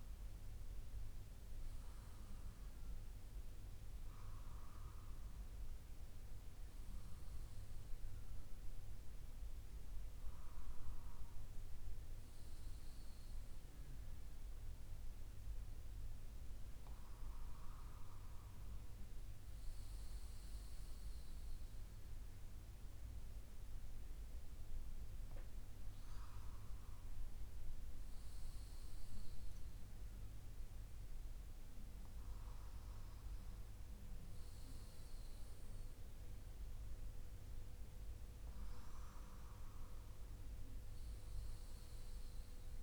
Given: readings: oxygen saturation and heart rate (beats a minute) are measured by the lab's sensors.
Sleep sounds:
breathing in sleep, hard to hear, by a room microphone; none
2.00-6.50 s: arousal
From the record:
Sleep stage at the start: N2 (light sleep); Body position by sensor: on the left side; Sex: male

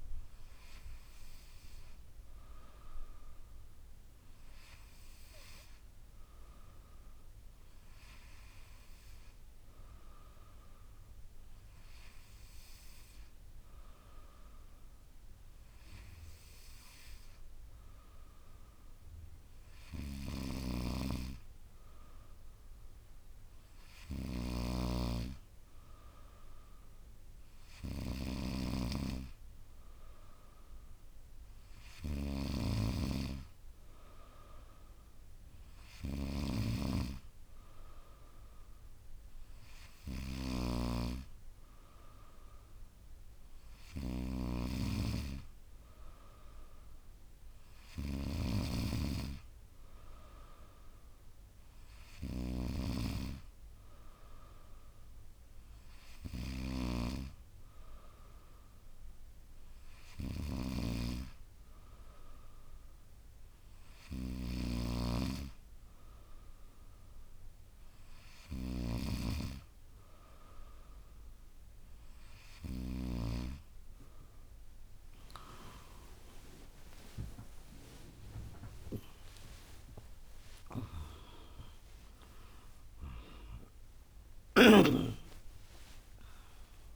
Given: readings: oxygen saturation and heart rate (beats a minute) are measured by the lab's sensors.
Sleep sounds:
breathing in sleep by a room microphone; none
40.00-48.50 s: snoring (device-marked)
56.50-64.50 s: snoring (device-marked)
72.50-86.96 s: new sleep stage, awake
From the record:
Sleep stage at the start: N3 (deep sleep); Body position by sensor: on the back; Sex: female

